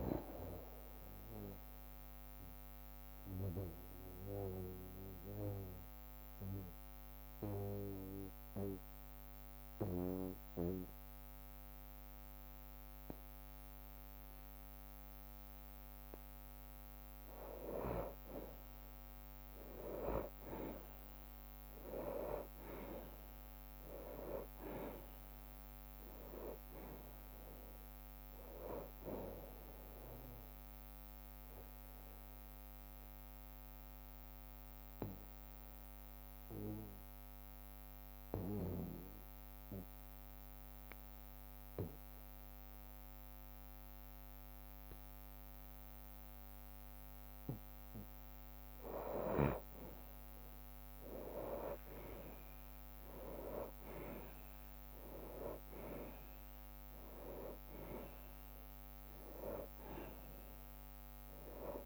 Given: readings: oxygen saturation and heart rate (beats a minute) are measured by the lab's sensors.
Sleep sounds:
breathing in sleep by a microphone on the trachea; 2
0.00-12.00 s: oxygen desaturation (device-marked, oxygen 90% lowest, heart rate 56 extreme)
1.50-16.50 s: obstructive apnea (oxygen 96% before, 90% lowest, heart rate 114 before, 54 extreme, up 49 after)
3.00-5.00 s: long interval between heartbeats (device-marked, heart rate 110 before, 81 extreme)
7.50-9.50 s: long interval between heartbeats (device-marked, heart rate 101 before, 94 extreme)
10.00-18.00 s: tachycardia (device-marked, heart rate 77 before, 126 extreme)
12.50-14.50 s: long interval between heartbeats (device-marked, heart rate 89 before, 97 extreme)
14.50-16.50 s: long interval between heartbeats (device-marked, heart rate 87 before, 110 extreme)
17.00-19.00 s: long interval between heartbeats (device-marked, heart rate 88 before, 126 extreme)
19.50-24.00 s: arousal
20.00-22.00 s: long interval between heartbeats (device-marked, heart rate 95 before, 95 extreme)
22.00-37.00 s: drop in pulse transit time (device-marked, heart rate 98 before, 55 extreme)
22.00-44.00 s: oxygen desaturation (device-marked, oxygen 97% before, 91% lowest, heart rate 98 before, 53 extreme)
30.00-52.00 s: bradycardia (device-marked, heart rate 76 before, 53 extreme)
31.50-47.50 s: obstructive apnea (oxygen 97% before, 90% lowest, heart rate 92 before, 53 extreme, up 6 after)
50.50-55.50 s: arousal
53.00-61.86 s: drop in pulse transit time (device-marked, heart rate 57 before, 57 extreme)
54.00-61.86 s: oxygen desaturation (device-marked, oxygen 97% before, 90% lowest, heart rate 57 before, 52 extreme)
From the record:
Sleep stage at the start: N2 (light sleep); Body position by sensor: on the back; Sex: male

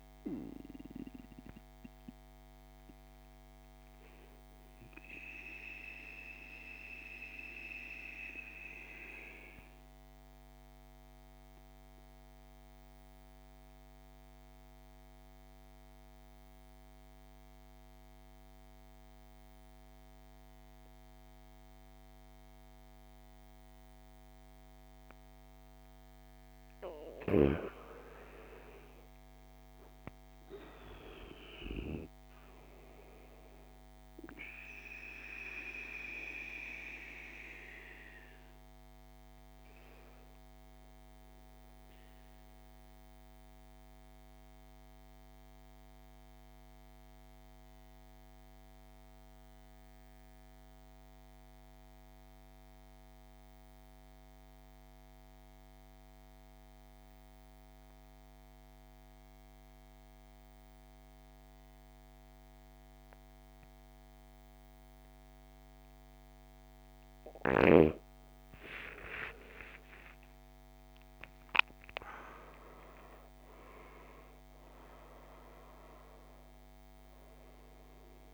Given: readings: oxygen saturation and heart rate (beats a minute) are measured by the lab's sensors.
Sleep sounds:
breathing in sleep by a microphone on the trachea; 2
0.50-26.00 s: obstructive apnea (oxygen 98% before, 83% lowest, heart rate 58 before, 51 extreme, up 10 after)
1.00-24.00 s: oxygen desaturation (device-marked, oxygen 97% before, 85% lowest, heart rate 59 before, 51 extreme)
28.00-32.50 s: arousal
31.00-56.00 s: oxygen desaturation (device-marked, oxygen 99% before, 89% lowest, heart rate 55 before, 51 extreme)
37.00-66.50 s: obstructive apnea (oxygen 99% before, 80% lowest, heart rate 57 before, 47 extreme, up 19 after)
65.00-78.34 s: oxygen desaturation (device-marked, oxygen 99% before, 80% lowest, heart rate 54 before, 47 extreme)
68.50-72.50 s: arousal
From the record:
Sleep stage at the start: N2 (light sleep); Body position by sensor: on the right side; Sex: male

